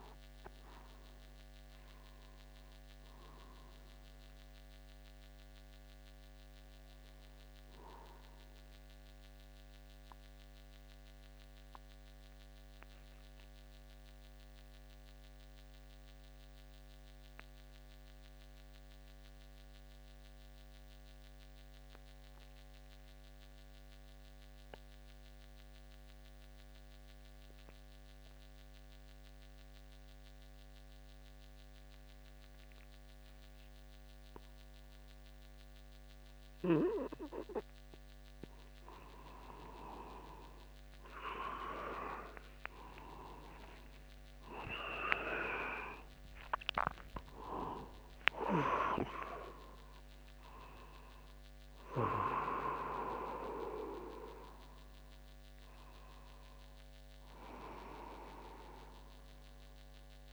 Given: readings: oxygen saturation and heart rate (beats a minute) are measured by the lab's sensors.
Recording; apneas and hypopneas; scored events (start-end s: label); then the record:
a person partly awake in a sleep study, by a microphone on the trachea; 1
9.00-38.00 s: mixed apnea (oxygen 96% before, 92% lowest, heart rate 52 before, 50 extreme, up 10 after)
38.50-60.33 s: new sleep stage, awake
45.00-47.00 s: long interval between heartbeats (device-marked, heart rate 51 before, 59 extreme)
49.50-51.50 s: long interval between heartbeats (device-marked, heart rate 53 before, 69 extreme)
51.50-53.50 s: long interval between heartbeats (device-marked, heart rate 55 before, 71 extreme)
56.50-58.50 s: long interval between heartbeats (device-marked, heart rate 60 before, 66 extreme)
From the record:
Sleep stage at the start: N2 (light sleep); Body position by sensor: upright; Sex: male